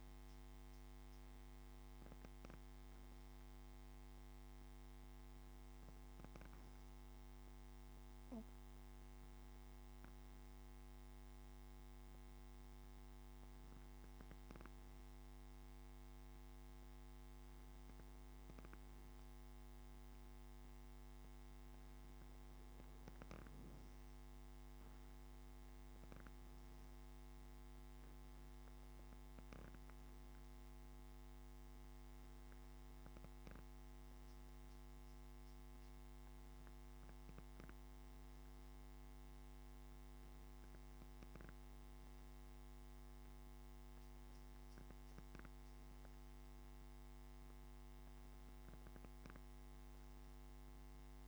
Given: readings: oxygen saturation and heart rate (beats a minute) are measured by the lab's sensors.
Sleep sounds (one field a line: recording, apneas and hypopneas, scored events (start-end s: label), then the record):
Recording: breathing in sleep, hard to hear, by a microphone on the trachea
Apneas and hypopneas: 1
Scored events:
9.00-21.50 s: hypopnea (oxygen 95% before, 93% lowest, heart rate 71 before, 69 extreme, up 2 after)
24.00-29.00 s: arousal
From the record:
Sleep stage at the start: N2 (light sleep)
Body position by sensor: on the back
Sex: male